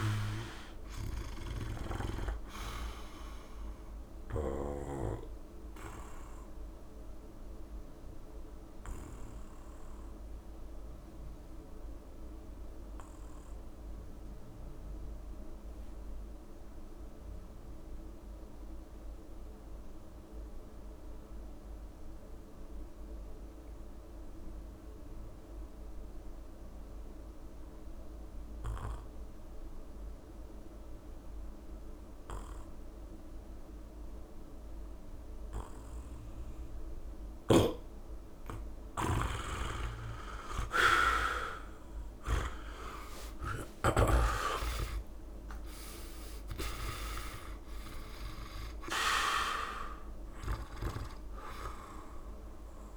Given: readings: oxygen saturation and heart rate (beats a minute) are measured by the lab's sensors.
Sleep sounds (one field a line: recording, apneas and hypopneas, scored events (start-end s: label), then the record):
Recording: breathing in sleep by a room microphone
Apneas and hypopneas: 1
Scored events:
0.00-1.00 s: oxygen desaturation (device-marked, oxygen 88% lowest, heart rate 66 extreme)
0.00-1.50 s: arousal
0.00-4.50 s: snoring (device-marked)
5.00-37.50 s: obstructive apnea (oxygen 99% before, 81% lowest, heart rate 72 before, 65 extreme, up 24 after)
8.00-22.00 s: oxygen desaturation (device-marked, oxygen 91% before, 81% lowest, heart rate 72 before, 65 extreme)
34.00-52.96 s: oxygen desaturation (device-marked, oxygen 98% before, 83% lowest, heart rate 69 before, 65 extreme)
42.50-46.00 s: arousal
44.00-46.00 s: long interval between heartbeats (device-marked, heart rate 68 before, 88 extreme)
51.00-52.96 s: long interval between heartbeats (device-marked, heart rate 75 before, 84 extreme)
From the record:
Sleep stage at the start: N2 (light sleep)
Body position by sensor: on the back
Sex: male